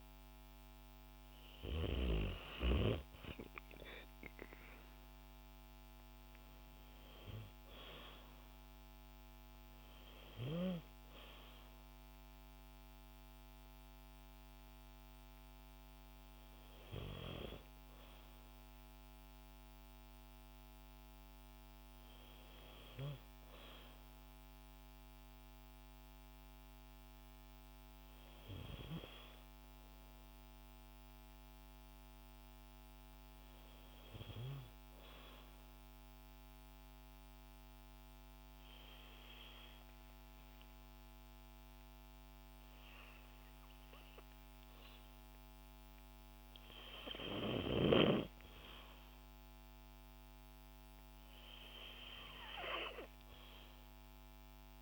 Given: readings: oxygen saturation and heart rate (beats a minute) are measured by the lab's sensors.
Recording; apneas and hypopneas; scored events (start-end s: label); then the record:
breathing in sleep by a microphone on the trachea; 1
35.50-45.50 s: hypopnea (oxygen 95% before, 92% lowest, heart rate 57 before, 57 extreme, up 3 after)
49.00-53.50 s: arousal
From the record:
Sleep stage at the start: N2 (light sleep); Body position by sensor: on the back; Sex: female